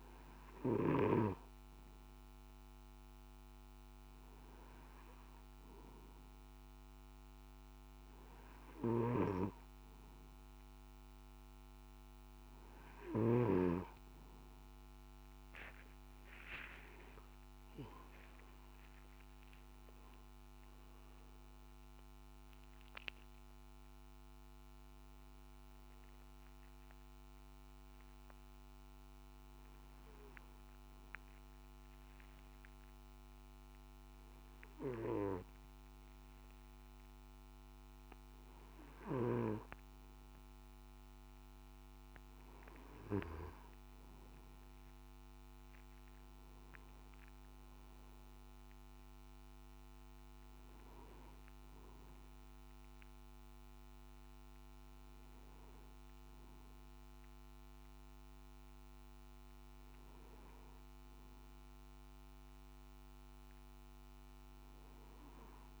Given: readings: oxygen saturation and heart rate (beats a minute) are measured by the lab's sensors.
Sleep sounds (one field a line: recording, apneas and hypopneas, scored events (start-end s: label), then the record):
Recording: breathing in sleep by a microphone on the trachea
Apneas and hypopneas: 1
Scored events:
17.00-22.50 s: arousal
29.50-40.50 s: hypopnea (oxygen 95% before, 94% lowest, heart rate 66 before, 56 extreme, up 2 after)
46.00-49.50 s: arousal
From the record:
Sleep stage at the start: N2 (light sleep)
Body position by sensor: on the back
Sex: male